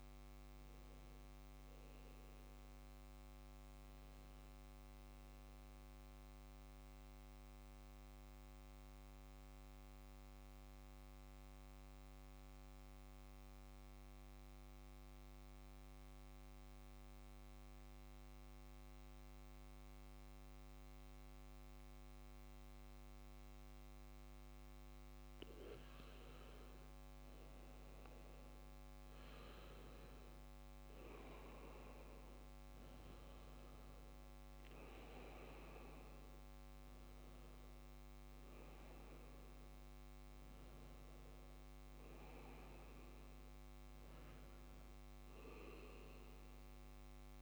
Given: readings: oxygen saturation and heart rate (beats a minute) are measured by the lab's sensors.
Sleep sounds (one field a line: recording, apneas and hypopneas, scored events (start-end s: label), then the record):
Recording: breathing in sleep, hard to hear, by a microphone on the trachea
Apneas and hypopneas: 1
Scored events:
4.00-25.00 s: central apnea (oxygen 99% before, 93% lowest, heart rate 62 before, 58 extreme, up 0 after)
25.50-43.50 s: oxygen desaturation (device-marked, oxygen 98% before, 93% lowest, heart rate 65 before, 58 extreme)
26.50-30.00 s: arousal
From the record:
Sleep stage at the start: N2 (light sleep)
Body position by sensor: on the back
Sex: male